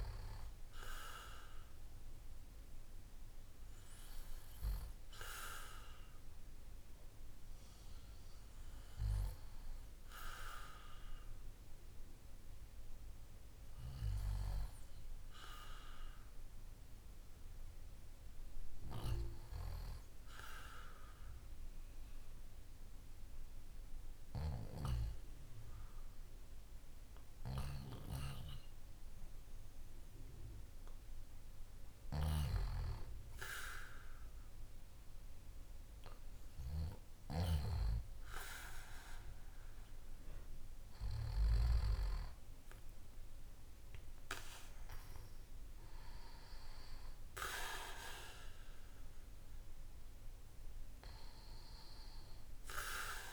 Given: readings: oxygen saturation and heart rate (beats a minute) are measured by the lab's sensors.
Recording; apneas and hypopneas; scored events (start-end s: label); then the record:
breathing in sleep by a room microphone; 1
20.00-32.00 s: obstructive apnea (oxygen 97% before, 94% lowest, heart rate 62 before, 53 extreme, up 2 after)
34.50-38.50 s: arousal
From the record:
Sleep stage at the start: REM sleep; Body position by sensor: on the back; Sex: male